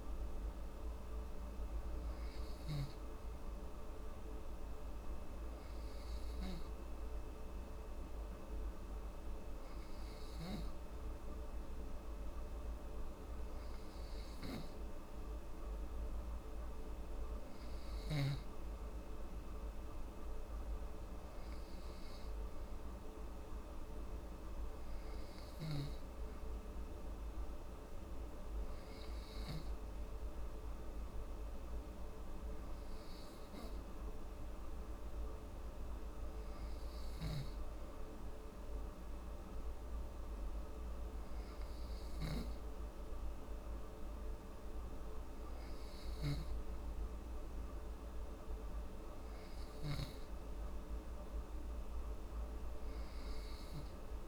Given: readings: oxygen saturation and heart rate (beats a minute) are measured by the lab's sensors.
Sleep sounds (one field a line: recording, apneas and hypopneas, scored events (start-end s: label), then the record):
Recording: breathing in sleep, hard to hear, by a room microphone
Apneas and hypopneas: none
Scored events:
36.50-46.00 s: snoring (device-marked)
From the record:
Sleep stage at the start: N2 (light sleep)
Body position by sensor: on the back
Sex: female